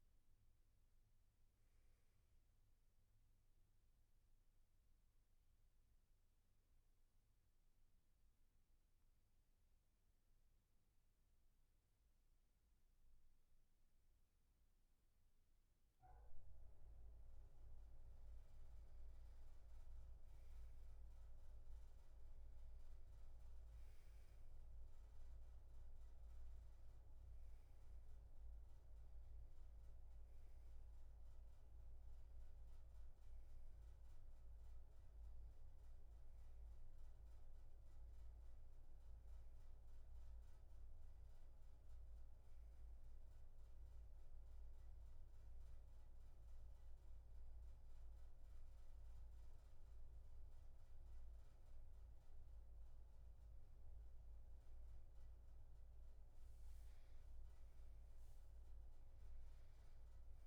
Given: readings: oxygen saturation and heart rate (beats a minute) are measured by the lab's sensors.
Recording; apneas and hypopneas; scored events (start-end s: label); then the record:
a person partly awake in a sleep study, hard to hear, by a room microphone; 1
6.00-17.00 s: mixed apnea (oxygen 97% before, 90% lowest, heart rate 90 before, 63 extreme, up 7 after)
19.00-22.50 s: arousal
21.50-36.50 s: oxygen desaturation (device-marked, oxygen 96% before, 90% lowest, heart rate 68 before, 71 extreme)
42.50-60.47 s: new sleep stage, awake
From the record:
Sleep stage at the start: N1 (lightest sleep); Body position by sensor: on the back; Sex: male